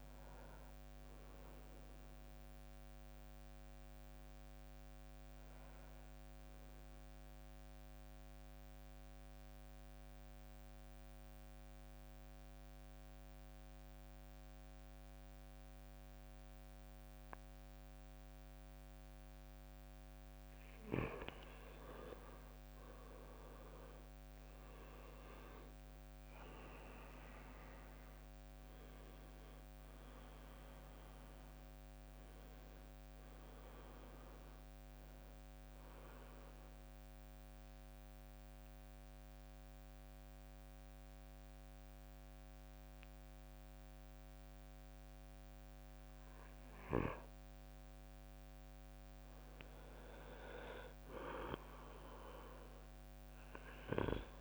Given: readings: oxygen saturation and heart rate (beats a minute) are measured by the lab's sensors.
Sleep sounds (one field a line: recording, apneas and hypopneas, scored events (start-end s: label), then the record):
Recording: breathing in sleep by a microphone on the trachea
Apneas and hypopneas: 2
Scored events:
0.00-6.50 s: oxygen desaturation (device-marked, oxygen 93% lowest, heart rate 57 extreme)
4.50-21.00 s: mixed apnea (oxygen 99% before, 92% lowest, heart rate 65 before, 54 extreme, up 14 after)
22.50-26.50 s: arousal
22.50-44.50 s: oxygen desaturation (device-marked, oxygen 98% before, 92% lowest, heart rate 59 before, 54 extreme)
36.50-47.50 s: central apnea (oxygen 98% before, 92% lowest, heart rate 65 before, 54 extreme, up 10 after)
50.50-54.00 s: arousal
From the record:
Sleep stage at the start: N2 (light sleep)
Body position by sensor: on the back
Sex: male